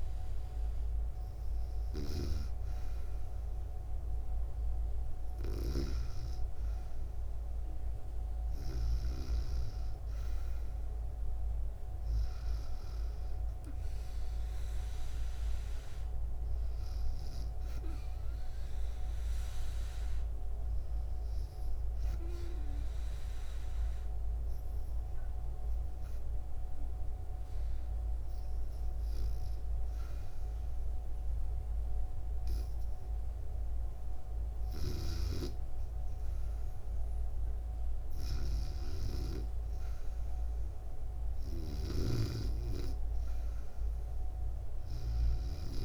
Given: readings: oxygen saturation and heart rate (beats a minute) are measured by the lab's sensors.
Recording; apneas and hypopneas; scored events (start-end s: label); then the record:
breathing in sleep by a room microphone; 1
0.00-8.50 s: snoring (device-marked)
12.00-16.00 s: arousal
19.50-34.50 s: hypopnea (oxygen 96% before, 95% lowest, heart rate 75 before, 70 extreme, up 3 after)
34.50-39.00 s: snoring (device-marked)
40.00-44.50 s: arousal
41.00-45.50 s: snoring (device-marked)
From the record:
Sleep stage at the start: REM sleep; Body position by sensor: on the back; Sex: female